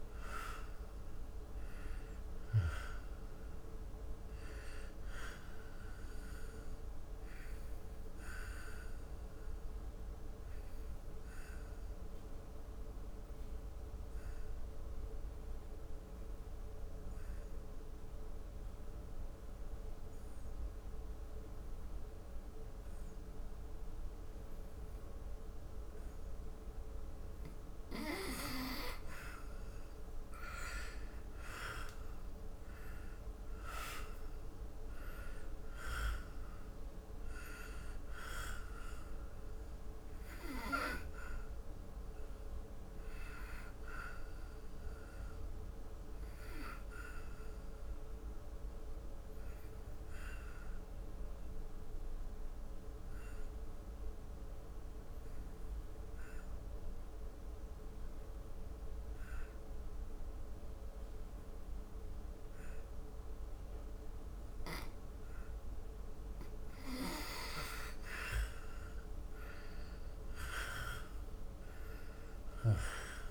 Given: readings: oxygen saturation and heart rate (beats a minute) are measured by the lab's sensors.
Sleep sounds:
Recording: breathing in sleep by a room microphone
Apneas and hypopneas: 2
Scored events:
0.00-16.00 s: oxygen desaturation (device-marked, oxygen 86% lowest, heart rate 69 extreme)
6.00-26.00 s: obstructive apnea (oxygen 98% before, 83% lowest, heart rate 76 before, 69 extreme, up 4 after)
27.00-54.00 s: oxygen desaturation (device-marked, oxygen 98% before, 85% lowest, heart rate 76 before, 68 extreme)
28.00-32.50 s: arousal
44.50-66.50 s: obstructive apnea (oxygen 98% before, 83% lowest, heart rate 75 before, 68 extreme, up 12 after)
65.00-73.31 s: oxygen desaturation (device-marked, oxygen 98% before, 83% lowest, heart rate 76 before, 68 extreme)
70.00-73.31 s: arousal
From the record:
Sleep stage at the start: N2 (light sleep)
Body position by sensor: on the back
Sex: male

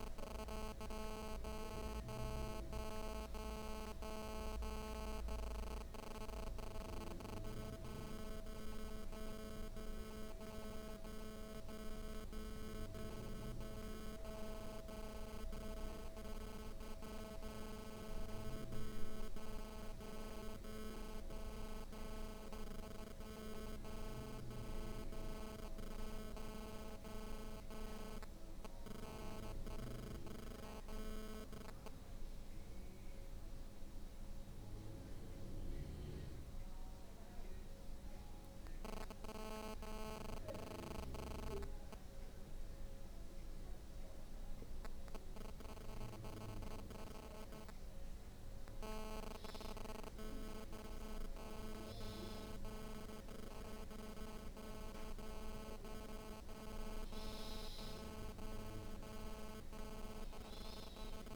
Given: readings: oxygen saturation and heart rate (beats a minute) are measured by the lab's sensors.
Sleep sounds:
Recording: breathing in sleep by a room microphone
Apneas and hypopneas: none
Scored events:
none scored
From the record:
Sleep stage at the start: N2 (light sleep)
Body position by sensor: on the back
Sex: female

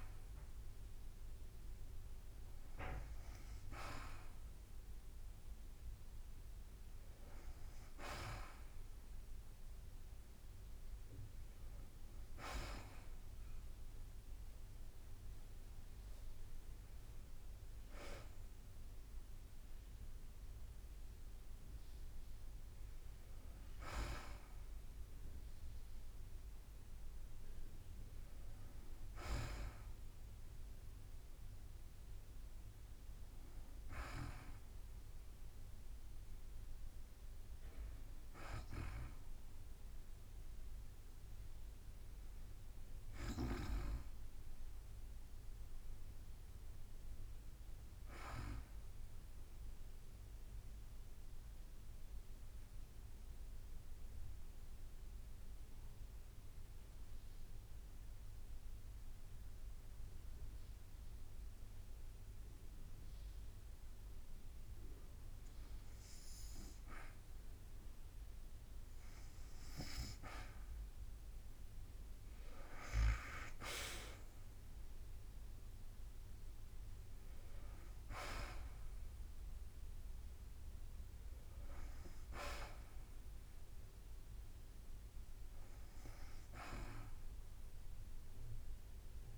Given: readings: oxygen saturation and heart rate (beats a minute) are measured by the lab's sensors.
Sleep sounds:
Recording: breathing in sleep by a room microphone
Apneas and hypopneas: 1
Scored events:
0.00-1.00 s: drop in pulse transit time (device-marked, heart rate 57 extreme)
13.00-17.00 s: arousal
15.00-29.00 s: drop in pulse transit time (device-marked, heart rate 56 before, 52 extreme)
38.50-42.50 s: arousal
48.50-65.50 s: obstructive apnea (oxygen 99% before, 88% lowest, heart rate 52 before, 52 extreme, up 1 after)
55.00-65.00 s: drop in pulse transit time (device-marked, heart rate 52 before, 52 extreme)
72.00-76.00 s: arousal
76.00-86.00 s: drop in pulse transit time (device-marked, heart rate 52 before, 53 extreme)
78.00-89.38 s: oxygen desaturation (device-marked, oxygen 98% before, 88% lowest, heart rate 53 before, 52 extreme)
From the record:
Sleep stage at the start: N2 (light sleep)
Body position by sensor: on the back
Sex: female

